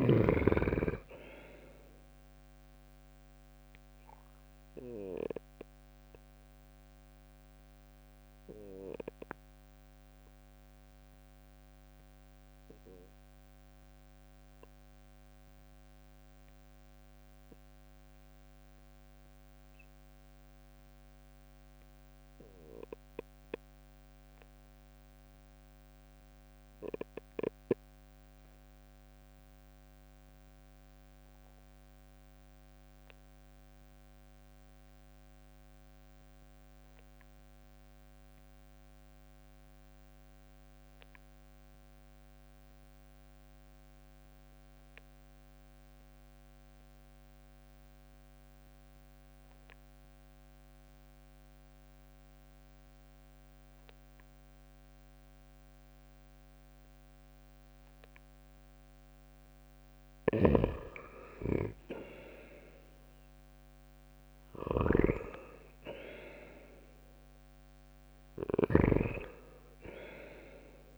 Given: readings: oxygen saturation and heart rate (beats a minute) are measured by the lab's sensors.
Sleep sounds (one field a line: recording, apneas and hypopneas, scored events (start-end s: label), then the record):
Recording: breathing in sleep by a microphone on the trachea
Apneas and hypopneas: 1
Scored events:
1.50-19.50 s: oxygen desaturation (device-marked, oxygen 98% before, 94% lowest, heart rate 71 before, 65 extreme)
4.50-58.50 s: obstructive apnea (oxygen 99% before, 85% lowest, heart rate 71 before, 66 extreme, up 8 after)
57.50-70.98 s: oxygen desaturation (device-marked, oxygen 98% before, 93% lowest, heart rate 70 before, 68 extreme)
59.50-70.98 s: snoring (device-marked)
61.00-64.50 s: arousal
From the record:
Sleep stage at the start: REM sleep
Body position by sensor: on the right side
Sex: male